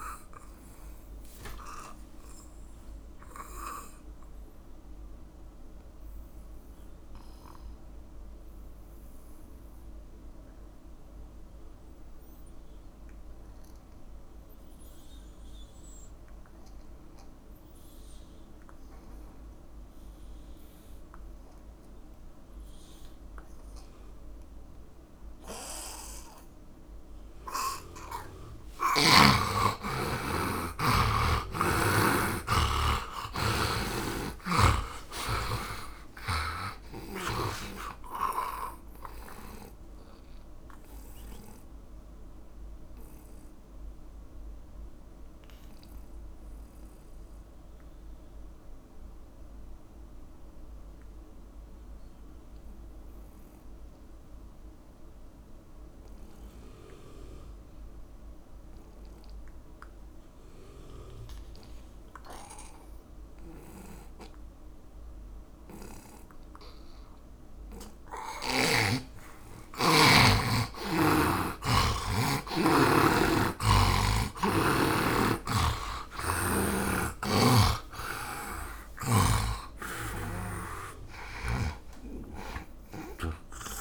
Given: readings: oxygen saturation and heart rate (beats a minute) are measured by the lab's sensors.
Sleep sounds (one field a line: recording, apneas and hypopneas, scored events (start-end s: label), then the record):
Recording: breathing in sleep by a room microphone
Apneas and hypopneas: 2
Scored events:
0.00-3.00 s: tachycardia (device-marked, heart rate 101 extreme)
0.00-24.00 s: oxygen desaturation (device-marked, oxygen 77% lowest, heart rate 49 extreme)
4.00-28.50 s: obstructive apnea (oxygen 100% before, 77% lowest, heart rate 70 before, 55 extreme, up 31 after)
30.00-34.50 s: arousal
31.00-63.00 s: oxygen desaturation (device-marked, oxygen 100% before, 79% lowest, heart rate 61 before, 57 extreme)
36.00-38.00 s: tachycardia (device-marked, heart rate 68 before, 96 extreme)
40.50-68.50 s: mixed apnea (oxygen 100% before, 79% lowest, heart rate 68 before, 57 extreme, up 20 after)
71.00-76.00 s: arousal
72.00-83.81 s: oxygen desaturation (device-marked, oxygen 100% before, 82% lowest, heart rate 59 before, 54 extreme)
73.50-77.00 s: snoring (device-marked)
From the record:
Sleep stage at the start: N2 (light sleep)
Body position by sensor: on the back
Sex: male